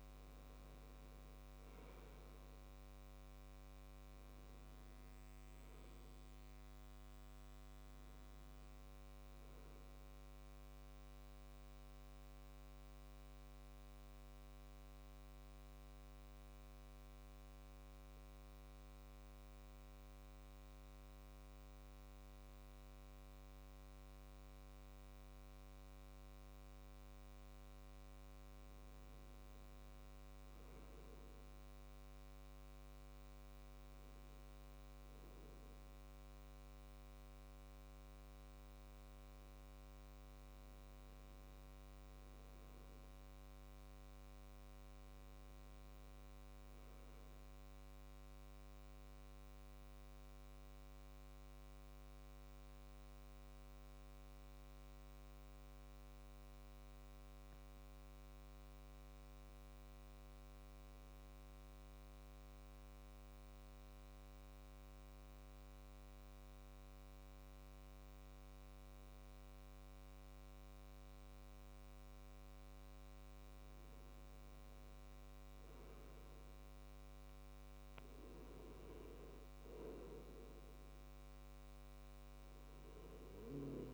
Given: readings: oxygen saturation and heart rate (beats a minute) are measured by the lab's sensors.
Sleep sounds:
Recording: breathing in sleep, hard to hear, by a microphone on the trachea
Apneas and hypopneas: 2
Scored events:
0.00-24.00 s: oxygen desaturation (device-marked, oxygen 92% lowest, heart rate 63 extreme)
11.00-28.00 s: mixed apnea (oxygen 96% before, 92% lowest, heart rate 72 before, 63 extreme, up 6 after)
30.50-33.50 s: arousal
53.00-70.00 s: obstructive apnea (oxygen 98% before, 92% lowest, heart rate 68 before, 64 extreme, up 4 after)
74.00-83.94 s: oxygen desaturation (device-marked, oxygen 97% before, 94% lowest, heart rate 65 before, 65 extreme)
74.50-78.50 s: arousal
From the record:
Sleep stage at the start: N2 (light sleep)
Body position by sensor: on the back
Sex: male

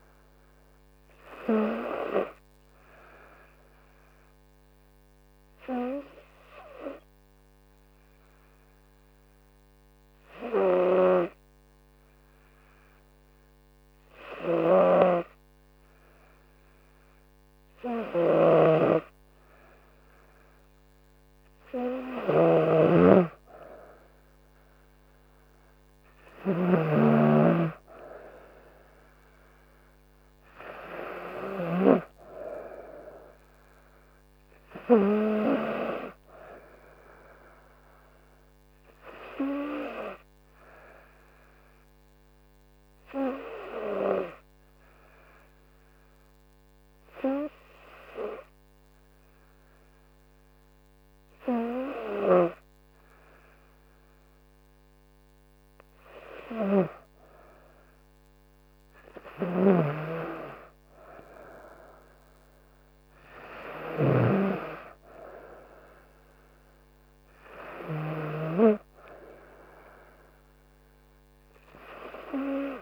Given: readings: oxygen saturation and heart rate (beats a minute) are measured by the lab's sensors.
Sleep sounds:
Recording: breathing in sleep by a microphone on the trachea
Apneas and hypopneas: 2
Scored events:
3.00-19.00 s: hypopnea (oxygen 98% before, 94% lowest, heart rate 69 before, 69 extreme, up 2 after)
23.50-27.50 s: arousal
39.50-56.50 s: hypopnea (oxygen 97% before, 94% lowest, heart rate 71 before, 66 extreme, up 9 after)
58.50-60.50 s: arousal
From the record:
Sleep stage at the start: N2 (light sleep)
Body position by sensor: on the front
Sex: female

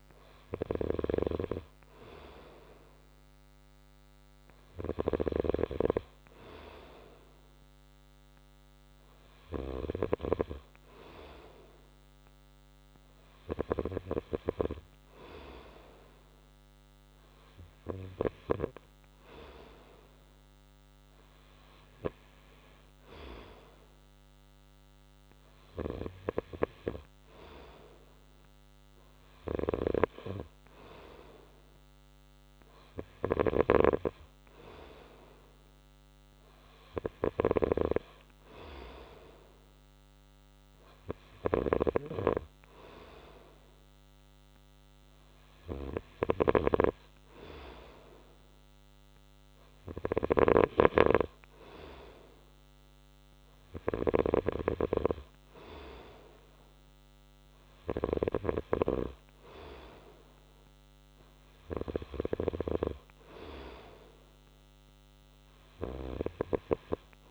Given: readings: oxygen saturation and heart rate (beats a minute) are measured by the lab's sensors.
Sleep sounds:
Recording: breathing in sleep by a microphone on the trachea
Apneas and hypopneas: none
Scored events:
0.50-5.50 s: snoring (device-marked)
33.50-38.00 s: snoring (device-marked)
From the record:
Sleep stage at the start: N2 (light sleep)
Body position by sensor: on the right side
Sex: male

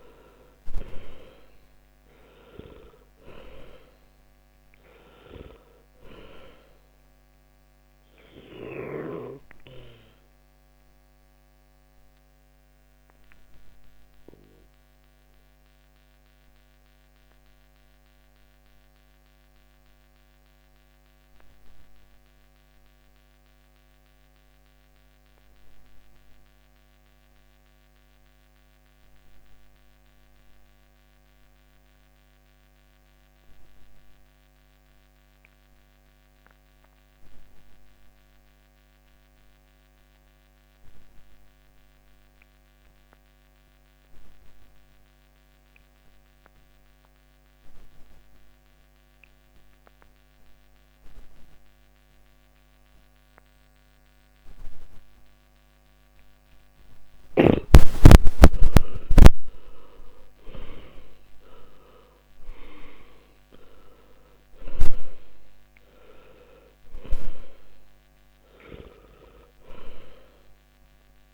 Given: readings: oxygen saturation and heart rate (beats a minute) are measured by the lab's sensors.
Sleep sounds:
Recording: breathing in sleep by a microphone on the trachea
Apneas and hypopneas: 1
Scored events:
0.00-37.00 s: oxygen desaturation (device-marked, oxygen 74% lowest, heart rate 51 extreme)
8.00-57.50 s: obstructive apnea (oxygen 98% before, 74% lowest, heart rate 67 before, 51 extreme, up 23 after)
58.50-63.00 s: arousal
59.00-71.34 s: oxygen desaturation (device-marked, oxygen 98% before, 75% lowest, heart rate 54 before, 49 extreme)
From the record:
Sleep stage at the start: N2 (light sleep)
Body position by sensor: on the back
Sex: male

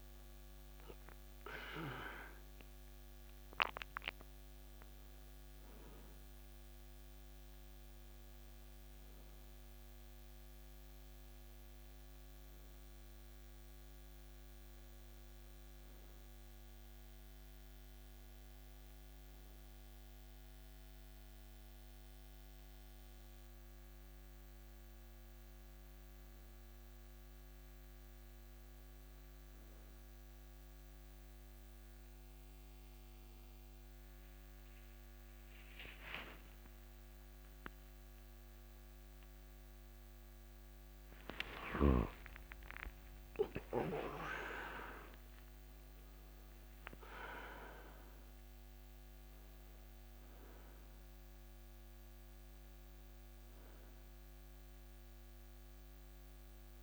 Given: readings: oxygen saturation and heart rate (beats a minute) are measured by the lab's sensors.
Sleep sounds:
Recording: breathing in sleep by a microphone on the trachea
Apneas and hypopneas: none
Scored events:
35.50-44.00 s: arousal
From the record:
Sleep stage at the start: N1 (lightest sleep)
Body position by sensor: on the back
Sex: male

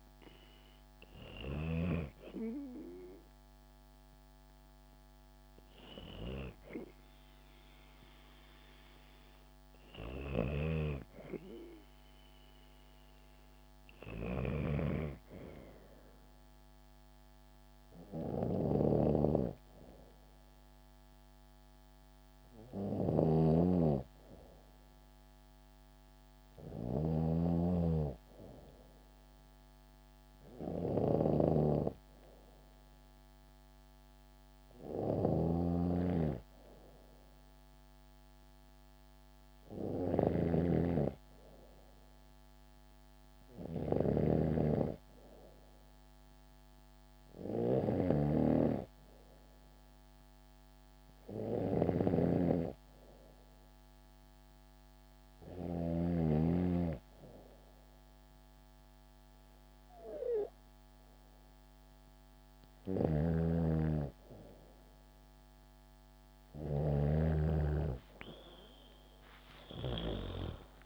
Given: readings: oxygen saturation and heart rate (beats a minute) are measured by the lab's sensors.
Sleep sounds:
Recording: breathing in sleep by a microphone on the trachea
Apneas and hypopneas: none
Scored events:
9.50-55.50 s: snoring (device-marked)
62.00-69.50 s: snoring (device-marked)
69.50-70.86 s: arousal
From the record:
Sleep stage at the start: N2 (light sleep)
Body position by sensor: on the back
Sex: female

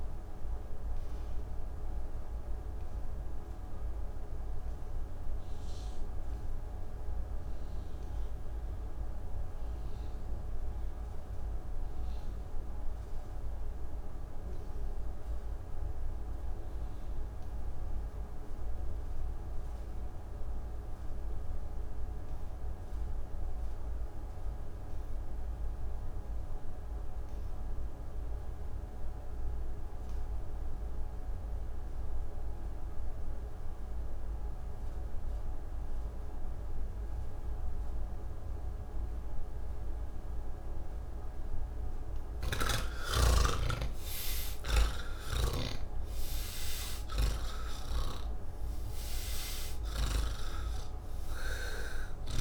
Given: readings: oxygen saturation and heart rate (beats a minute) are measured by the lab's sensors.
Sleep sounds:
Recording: breathing in sleep by a room microphone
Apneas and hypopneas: 1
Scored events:
0.00-10.50 s: oxygen desaturation (device-marked, oxygen 81% lowest, heart rate 74 extreme)
0.50-41.50 s: obstructive apnea (oxygen 97% before, 74% lowest, heart rate 111 before, 45 extreme, up 6 after)
25.50-52.41 s: oxygen desaturation (device-marked, oxygen 98% before, 74% lowest, heart rate 120 before, 45 extreme)
41.50-52.41 s: new sleep stage, N3 (deep sleep)
From the record:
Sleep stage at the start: N2 (light sleep)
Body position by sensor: on the back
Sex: male

